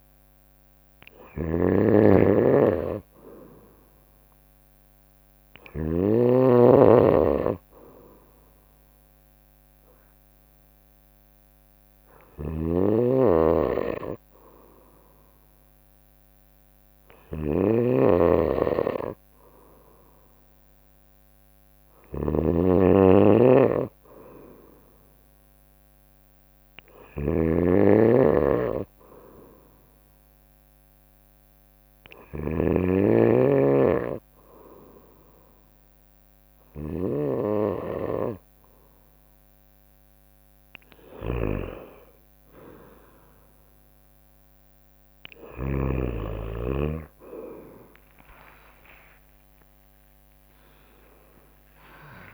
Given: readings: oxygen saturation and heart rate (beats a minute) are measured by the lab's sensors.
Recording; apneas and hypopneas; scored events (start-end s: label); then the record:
breathing in sleep by a microphone on the trachea; 1
0.00-5.50 s: snoring (device-marked)
8.00-23.00 s: hypopnea (oxygen 96% before, 92% lowest, heart rate 63 before, 61 extreme, up 1 after)
11.50-45.50 s: snoring (device-marked)
37.50-48.50 s: drop in pulse transit time (device-marked, heart rate 62 before, 63 extreme)
47.50-49.50 s: long interval between heartbeats (device-marked, heart rate 63 before, 80 extreme)
48.50-52.34 s: arousal
49.50-52.34 s: tachycardia (device-marked, heart rate 62 before, 117 extreme)
51.00-52.34 s: long interval between heartbeats (device-marked, heart rate 66 before, 87 extreme)
From the record:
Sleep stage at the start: N2 (light sleep); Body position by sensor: on the right side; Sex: female